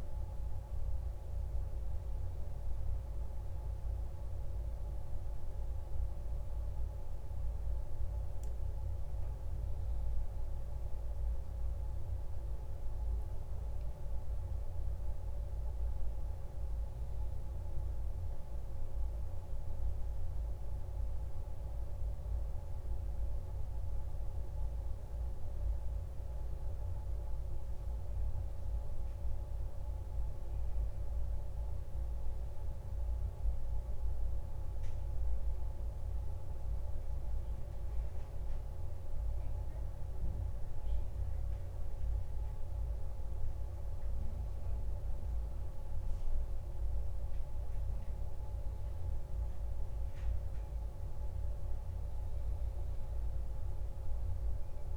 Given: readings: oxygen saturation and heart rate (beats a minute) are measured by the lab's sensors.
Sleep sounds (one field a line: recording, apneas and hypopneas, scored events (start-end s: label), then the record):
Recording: a person partly awake in a sleep study, hard to hear, by a room microphone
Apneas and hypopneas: none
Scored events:
12.50-54.97 s: new sleep stage, N1 (lightest sleep)
From the record:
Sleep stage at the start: awake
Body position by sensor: on the back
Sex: male